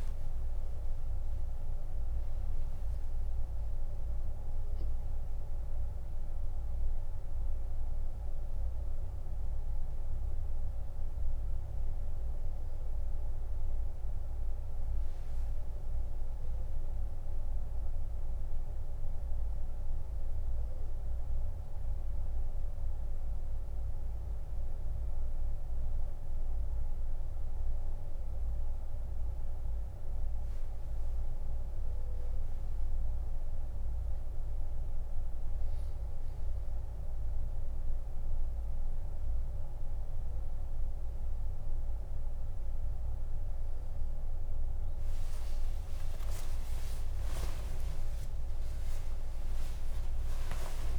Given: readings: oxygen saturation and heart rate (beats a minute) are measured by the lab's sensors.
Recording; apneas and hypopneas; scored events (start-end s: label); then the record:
breathing in sleep, hard to hear, by a room microphone; 1
0.00-1.00 s: arousal
5.00-33.00 s: hypopnea (oxygen 97% before, 88% lowest, heart rate 96 before, 72 extreme, up 6 after)
11.00-31.00 s: oxygen desaturation (device-marked, oxygen 95% before, 88% lowest, heart rate 89 before, 72 extreme)
13.00-43.00 s: new sleep stage, N2 (light sleep)
43.00-50.99 s: new sleep stage, awake
From the record:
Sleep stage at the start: N1 (lightest sleep); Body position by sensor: on the back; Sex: male